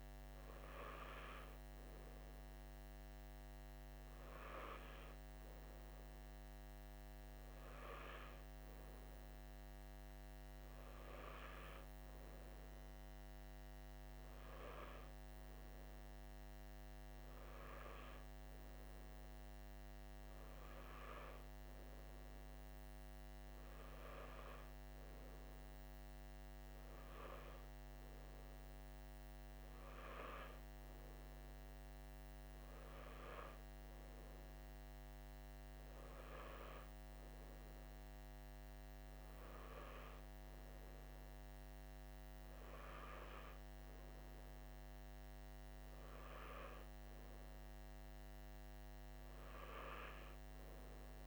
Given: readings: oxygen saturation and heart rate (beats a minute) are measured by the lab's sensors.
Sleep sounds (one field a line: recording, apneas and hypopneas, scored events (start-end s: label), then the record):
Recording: breathing in sleep by a microphone on the trachea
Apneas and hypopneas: none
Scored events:
none scored
From the record:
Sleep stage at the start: N3 (deep sleep)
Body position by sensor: on the right side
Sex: male